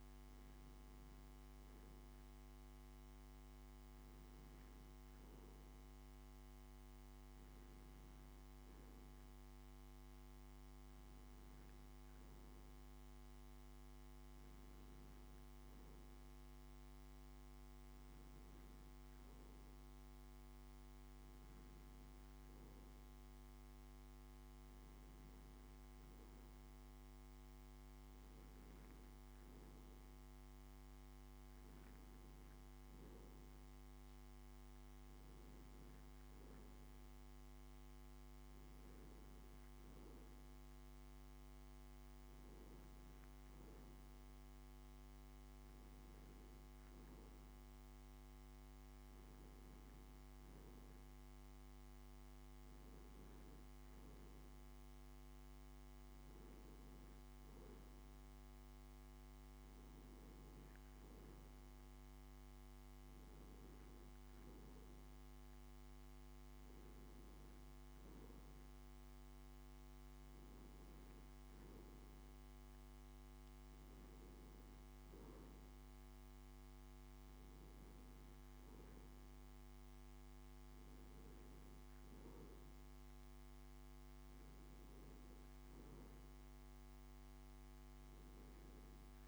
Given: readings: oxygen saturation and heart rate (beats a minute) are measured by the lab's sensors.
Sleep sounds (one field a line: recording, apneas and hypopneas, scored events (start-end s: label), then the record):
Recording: breathing in sleep, hard to hear, by a microphone on the trachea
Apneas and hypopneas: none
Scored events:
none scored
From the record:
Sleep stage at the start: N1 (lightest sleep)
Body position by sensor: on the back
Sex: male